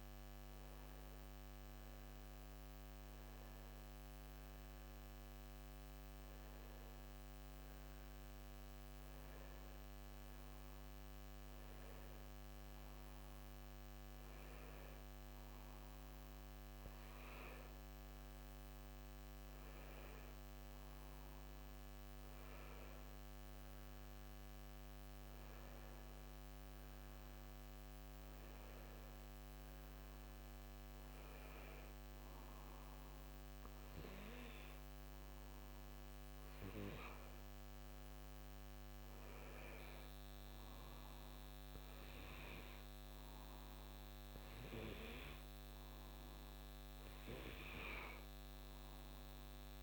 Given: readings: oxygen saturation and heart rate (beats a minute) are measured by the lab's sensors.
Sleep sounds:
breathing in sleep, hard to hear, by a microphone on the trachea; none
none scored
From the record:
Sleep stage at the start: N1 (lightest sleep); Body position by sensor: on the right side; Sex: male

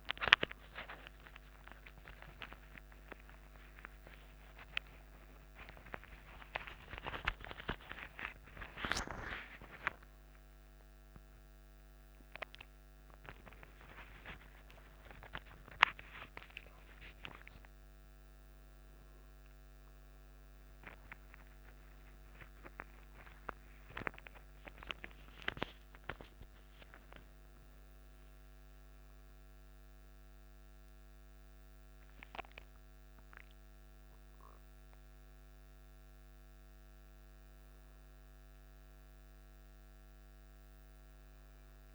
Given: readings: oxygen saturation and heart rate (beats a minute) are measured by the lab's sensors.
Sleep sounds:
a person awake in a sleep study, by a microphone on the trachea; none
none scored
From the record:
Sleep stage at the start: awake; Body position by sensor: on the back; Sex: male

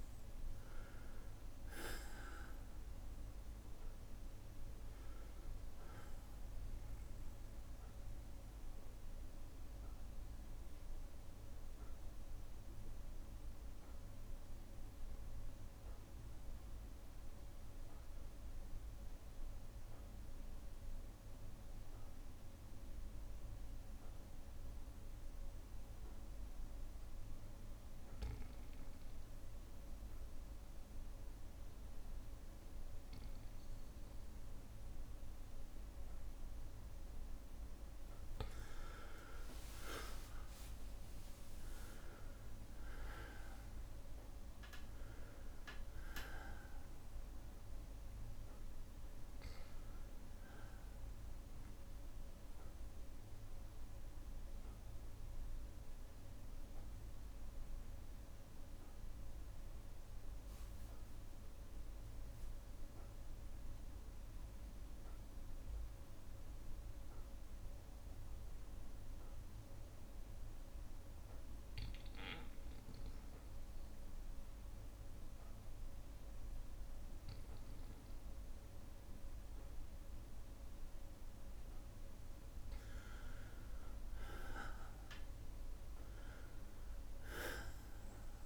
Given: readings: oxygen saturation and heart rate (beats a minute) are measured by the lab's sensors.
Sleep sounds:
breathing in sleep, hard to hear, by a room microphone; 2
0.00-20.50 s: oxygen desaturation (device-marked, oxygen 92% lowest, heart rate 58 extreme)
8.50-20.50 s: bradycardia (device-marked, heart rate 62 before, 58 extreme)
10.00-36.00 s: obstructive apnea (oxygen 99% before, 92% lowest, heart rate 62 before, 58 extreme, up 5 after)
37.50-62.50 s: oxygen desaturation (device-marked, oxygen 99% before, 94% lowest, heart rate 60 before, 58 extreme)
38.50-43.00 s: arousal
52.50-60.50 s: bradycardia (device-marked, heart rate 62 before, 58 extreme)
54.50-79.00 s: obstructive apnea (oxygen 99% before, 93% lowest, heart rate 63 before, 59 extreme, up 2 after)
81.50-88.46 s: oxygen desaturation (device-marked, oxygen 99% before, 93% lowest, heart rate 60 before, 60 extreme)
83.00-87.00 s: arousal
From the record:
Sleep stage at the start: N2 (light sleep); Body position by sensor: on the back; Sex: male

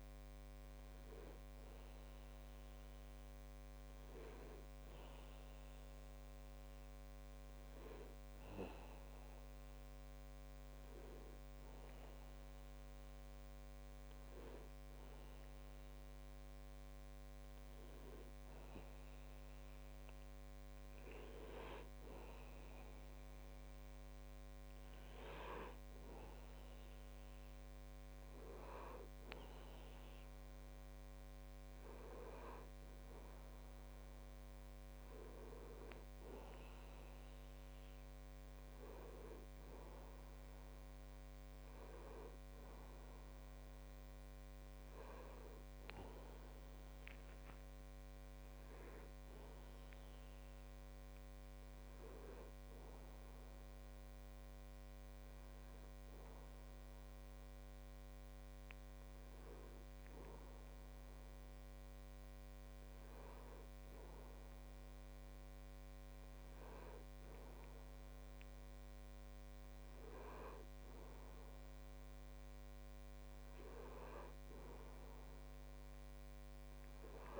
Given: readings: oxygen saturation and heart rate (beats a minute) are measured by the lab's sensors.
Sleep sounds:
breathing in sleep by a microphone on the trachea; none
none scored
From the record:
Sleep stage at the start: N2 (light sleep); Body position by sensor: on the back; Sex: male

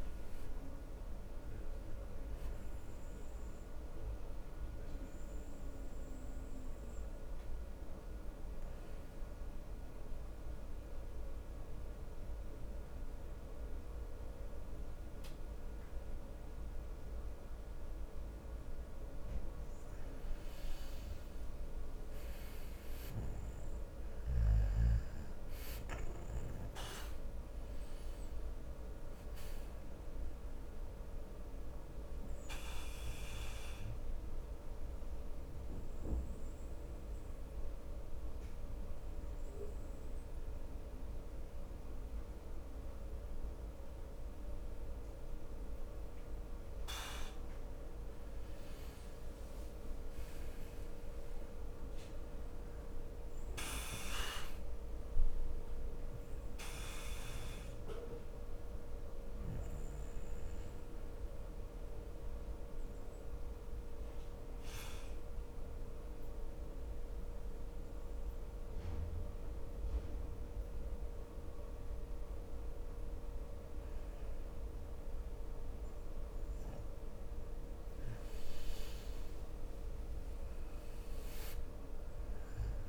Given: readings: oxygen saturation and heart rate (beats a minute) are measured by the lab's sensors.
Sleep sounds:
breathing in sleep, hard to hear, by a room microphone; 3
0.00-2.50 s: oxygen desaturation (device-marked, oxygen 94% lowest, heart rate 66 extreme)
3.50-18.50 s: obstructive apnea (oxygen 97% before, 90% lowest, heart rate 72 before, 66 extreme, up 7 after)
24.50-29.00 s: arousal
24.50-49.50 s: oxygen desaturation (device-marked, oxygen 96% before, 91% lowest, heart rate 68 before, 67 extreme)
33.00-47.50 s: obstructive apnea (oxygen 96% before, 90% lowest, heart rate 70 before, 67 extreme, up 7 after)
50.00-54.00 s: arousal
57.00-76.00 s: obstructive apnea (oxygen 97% before, 90% lowest, heart rate 70 before, 66 extreme, up 6 after)
57.50-74.50 s: oxygen desaturation (device-marked, oxygen 97% before, 90% lowest, heart rate 70 before, 66 extreme)
80.50-82.89 s: arousal
From the record:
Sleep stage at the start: N2 (light sleep); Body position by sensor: on the right side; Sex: male

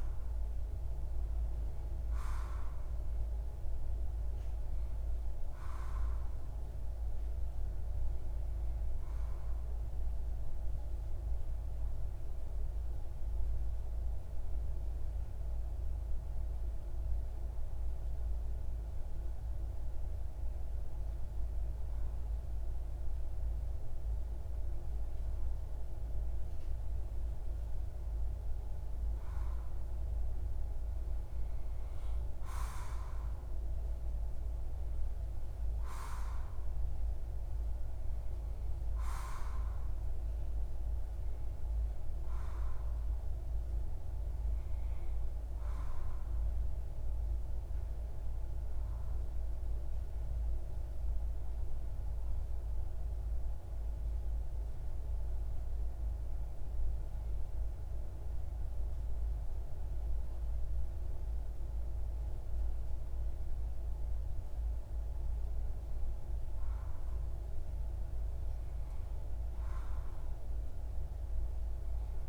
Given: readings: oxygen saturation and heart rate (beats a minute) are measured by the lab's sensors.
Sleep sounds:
breathing in sleep, hard to hear, by a room microphone; 2
8.50-27.50 s: hypopnea (oxygen 96% before, 92% lowest)
30.00-33.50 s: arousal
47.50-65.00 s: hypopnea (oxygen 96% before, 92% lowest)
67.50-71.50 s: arousal
From the record:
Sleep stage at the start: N2 (light sleep); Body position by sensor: on the left side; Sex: male

